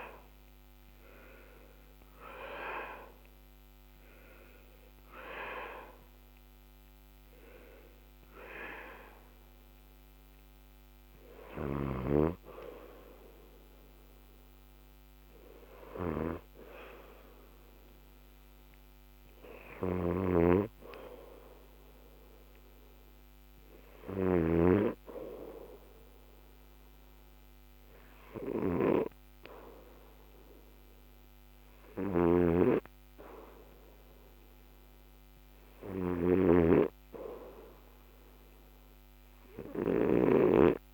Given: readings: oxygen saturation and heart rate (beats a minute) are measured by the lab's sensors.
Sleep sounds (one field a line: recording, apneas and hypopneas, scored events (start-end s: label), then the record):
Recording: breathing in sleep by a microphone on the trachea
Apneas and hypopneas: none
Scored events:
0.00-1.50 s: arousal
0.00-9.50 s: oxygen desaturation (device-marked, oxygen 79% lowest, heart rate 63 extreme)
20.00-24.50 s: snoring (device-marked)
32.00-36.50 s: snoring (device-marked)
From the record:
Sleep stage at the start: N2 (light sleep)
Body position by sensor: on the back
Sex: male